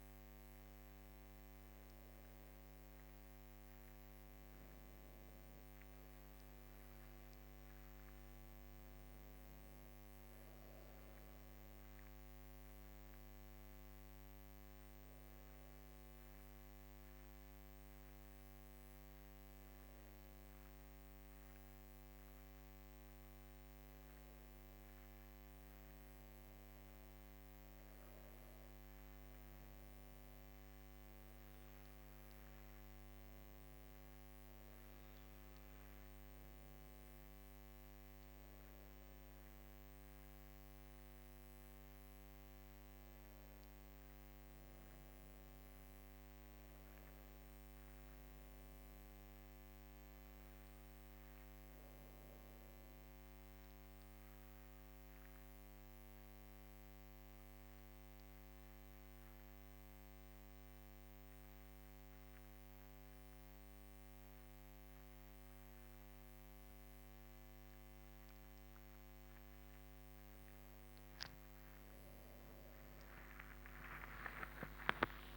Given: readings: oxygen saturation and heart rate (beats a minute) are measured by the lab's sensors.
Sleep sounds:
breathing in sleep, hard to hear, by a microphone on the trachea; 1
0.00-18.50 s: oxygen desaturation (device-marked, oxygen 94% lowest, heart rate 52 extreme)
36.00-41.50 s: arousal
53.00-69.50 s: obstructive apnea (oxygen 99% before, 93% lowest, heart rate 64 before, 59 extreme, up 22 after)
65.50-75.37 s: new sleep stage, awake
72.50-75.37 s: oxygen desaturation (device-marked, oxygen 99% before, 93% lowest, heart rate 63 before, 59 extreme)
From the record:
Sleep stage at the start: N2 (light sleep); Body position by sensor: on the back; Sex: female

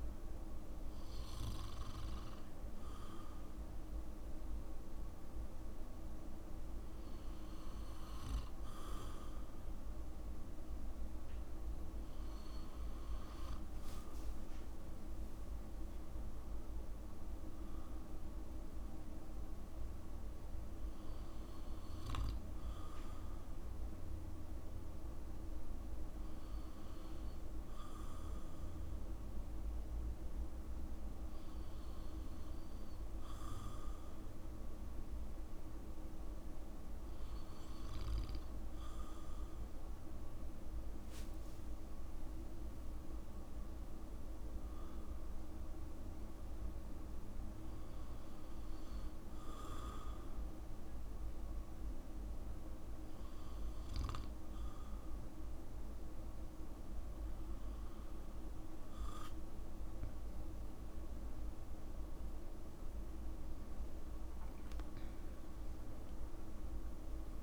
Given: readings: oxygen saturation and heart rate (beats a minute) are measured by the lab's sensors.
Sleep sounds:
breathing in sleep, hard to hear, by a room microphone; none
2.00-67.43 s: new sleep stage, N2 (light sleep)
66.00-67.43 s: arousal
From the record:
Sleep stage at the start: N1 (lightest sleep); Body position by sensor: on the back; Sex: male

